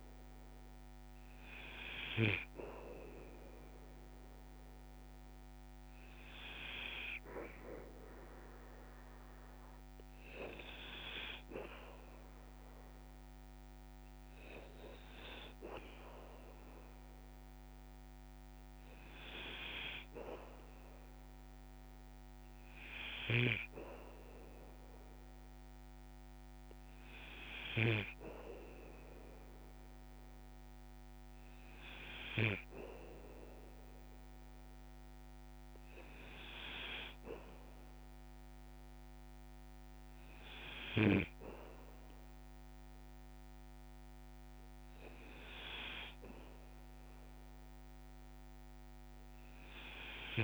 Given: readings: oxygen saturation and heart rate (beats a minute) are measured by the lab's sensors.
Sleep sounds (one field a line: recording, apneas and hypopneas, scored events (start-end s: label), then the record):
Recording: breathing in sleep by a microphone on the trachea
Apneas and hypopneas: none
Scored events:
none scored
From the record:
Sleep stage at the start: N2 (light sleep)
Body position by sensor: on the back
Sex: male